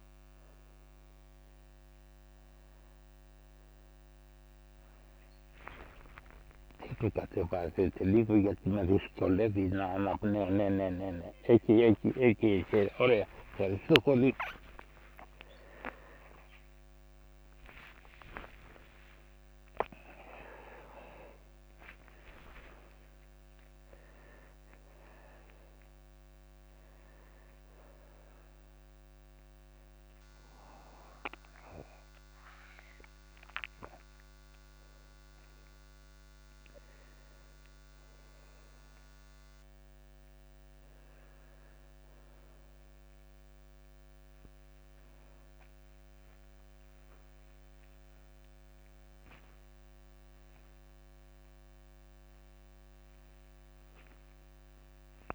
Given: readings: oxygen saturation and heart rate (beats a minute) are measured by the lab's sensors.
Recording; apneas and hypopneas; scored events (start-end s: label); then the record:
a person awake in a sleep study, by a microphone on the trachea; none
0.00-1.00 s: oxygen desaturation (device-marked, oxygen 82% lowest)
5.00-15.00 s: tachycardia (device-marked, heart rate 49 before, 146 extreme)
6.50-8.50 s: long interval between heartbeats (device-marked, heart rate 43 before, 70 extreme)
7.50-12.50 s: snoring (device-marked)
8.50-10.50 s: long interval between heartbeats (device-marked, heart rate 44 before, 110 extreme)
12.50-14.50 s: long interval between heartbeats (device-marked, heart rate 54 before, 140 extreme)
15.00-17.00 s: long interval between heartbeats (device-marked, heart rate 67 before, 139 extreme)
18.50-20.50 s: long interval between heartbeats (device-marked, heart rate 86 before, 96 extreme)
25.00-27.00 s: long interval between heartbeats (device-marked)
51.00-55.35 s: new sleep stage, N1 (lightest sleep)
From the record:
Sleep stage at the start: awake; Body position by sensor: on the back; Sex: male